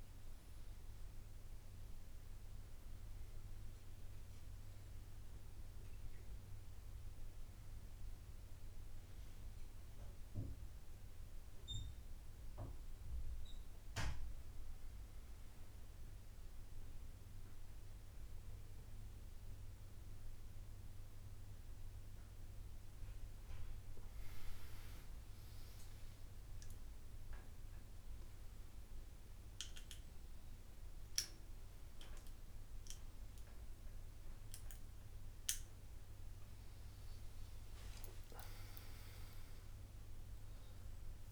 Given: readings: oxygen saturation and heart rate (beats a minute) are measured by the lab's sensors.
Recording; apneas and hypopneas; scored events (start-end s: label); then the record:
a person awake in a sleep study, by a room microphone; none
0.00-5.50 s: drop in pulse transit time (device-marked, heart rate 69 extreme)
23.00-25.00 s: long interval between heartbeats (device-marked, heart rate 73 before, 77 extreme)
24.50-31.50 s: drop in pulse transit time (device-marked, heart rate 73 before, 77 extreme)
36.50-38.50 s: long interval between heartbeats (device-marked, heart rate 76 before, 80 extreme)
36.50-41.32 s: drop in pulse transit time (device-marked, heart rate 76 before, 70 extreme)
From the record:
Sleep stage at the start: awake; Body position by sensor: on the right side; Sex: male